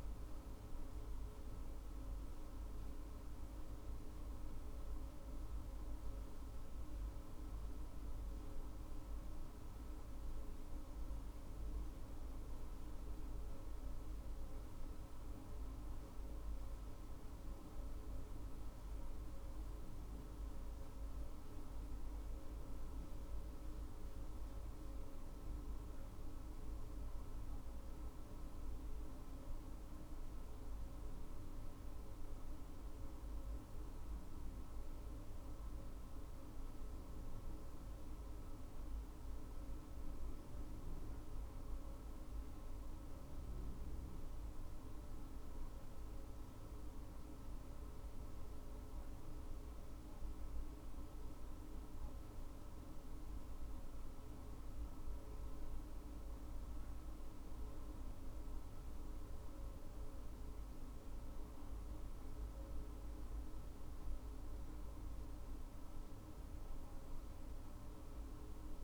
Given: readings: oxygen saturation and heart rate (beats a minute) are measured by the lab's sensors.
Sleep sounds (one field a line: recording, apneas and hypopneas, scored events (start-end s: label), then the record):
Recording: a person awake in a sleep study, hard to hear, by a room microphone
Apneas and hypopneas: none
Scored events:
none scored
From the record:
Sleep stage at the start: awake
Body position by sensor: on the back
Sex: female